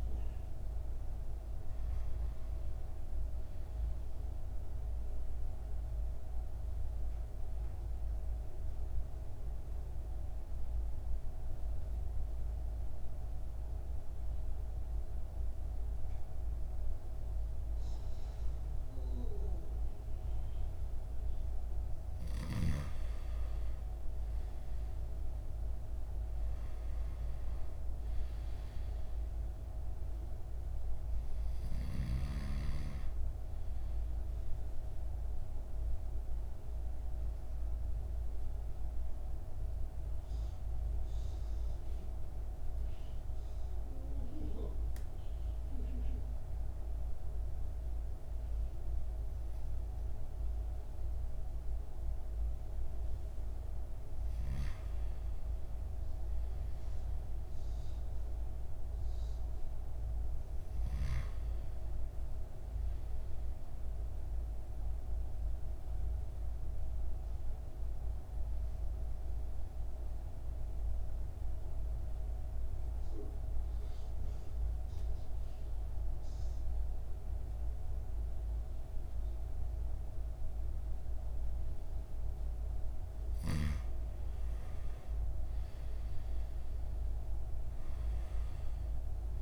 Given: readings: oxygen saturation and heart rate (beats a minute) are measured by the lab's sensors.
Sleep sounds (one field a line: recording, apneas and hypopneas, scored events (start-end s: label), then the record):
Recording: breathing in sleep, hard to hear, by a room microphone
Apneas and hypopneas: 3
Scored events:
0.00-6.00 s: oxygen desaturation (device-marked, oxygen 91% lowest, heart rate 53 extreme)
4.50-21.50 s: obstructive apnea (oxygen 97% before, 90% lowest, heart rate 57 before, 53 extreme, up 7 after)
23.00-27.00 s: arousal
26.00-45.00 s: oxygen desaturation (device-marked, oxygen 97% before, 90% lowest, heart rate 55 before, 53 extreme)
34.50-54.00 s: mixed apnea (oxygen 97% before, 90% lowest, heart rate 58 before, 53 extreme, up 4 after)
54.50-58.50 s: arousal
59.00-73.00 s: oxygen desaturation (device-marked, oxygen 98% before, 94% lowest, heart rate 55 before, 53 extreme)
64.50-82.50 s: obstructive apnea (oxygen 98% before, 92% lowest, heart rate 55 before, 52 extreme, up 8 after)
84.50-88.50 s: arousal
From the record:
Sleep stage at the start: N2 (light sleep)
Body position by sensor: on the back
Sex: male